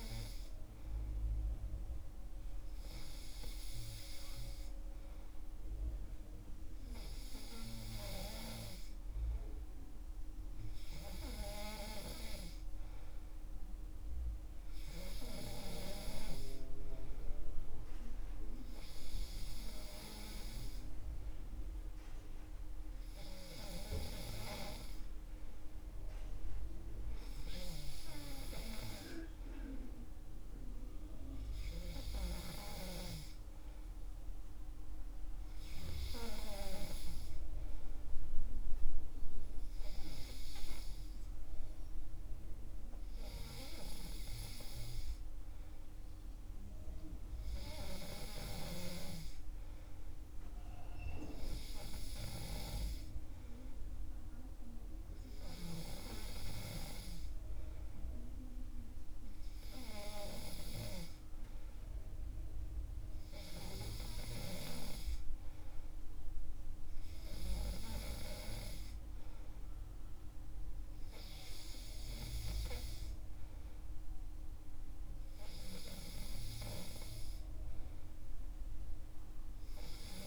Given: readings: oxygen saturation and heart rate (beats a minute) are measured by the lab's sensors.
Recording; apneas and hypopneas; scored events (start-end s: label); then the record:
breathing in sleep by a room microphone; none
none scored
From the record:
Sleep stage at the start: N3 (deep sleep); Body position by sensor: on the back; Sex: male